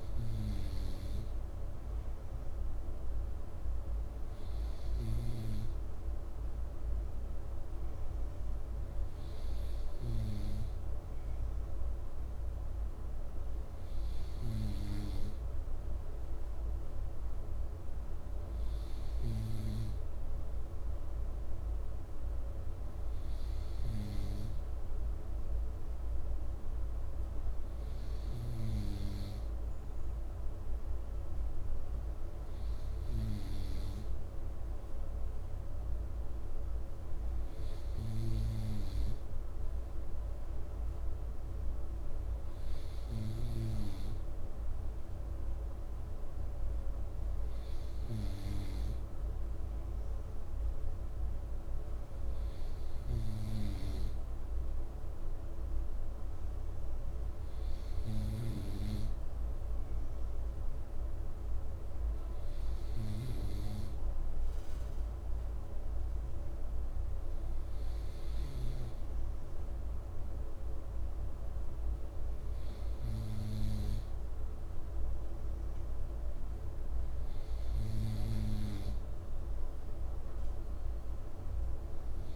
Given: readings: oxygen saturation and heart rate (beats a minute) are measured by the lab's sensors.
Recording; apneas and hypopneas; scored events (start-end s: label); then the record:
breathing in sleep by a room microphone; none
none scored
From the record:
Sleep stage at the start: N2 (light sleep); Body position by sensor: on the right side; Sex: male